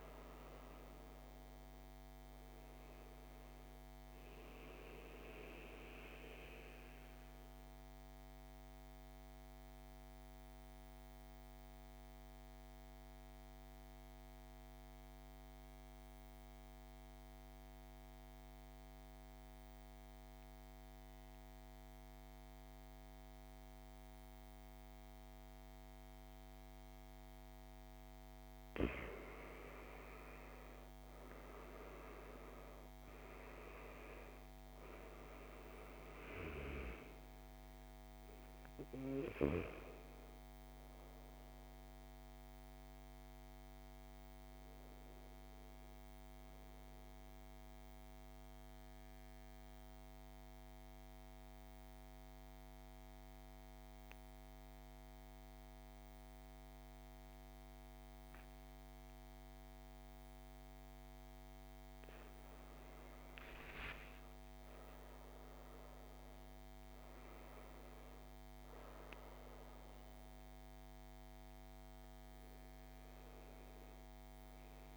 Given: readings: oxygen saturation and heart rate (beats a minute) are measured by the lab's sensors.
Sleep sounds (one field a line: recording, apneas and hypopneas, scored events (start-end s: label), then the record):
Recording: breathing in sleep by a microphone on the trachea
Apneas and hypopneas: 2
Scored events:
0.00-20.50 s: oxygen desaturation (device-marked, oxygen 89% lowest, heart rate 51 extreme)
3.50-27.00 s: mixed apnea (oxygen 98% before, 89% lowest, heart rate 58 before, 51 extreme, up 8 after)
29.00-31.50 s: arousal
32.50-56.50 s: oxygen desaturation (device-marked, oxygen 98% before, 89% lowest, heart rate 57 before, 50 extreme)
44.00-61.50 s: mixed apnea (oxygen 98% before, 88% lowest, heart rate 60 before, 50 extreme, up 14 after)
62.50-66.50 s: arousal
69.50-74.97 s: oxygen desaturation (device-marked, oxygen 98% before, 92% lowest, heart rate 57 before, 50 extreme)
From the record:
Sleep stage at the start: N2 (light sleep)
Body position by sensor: on the back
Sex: male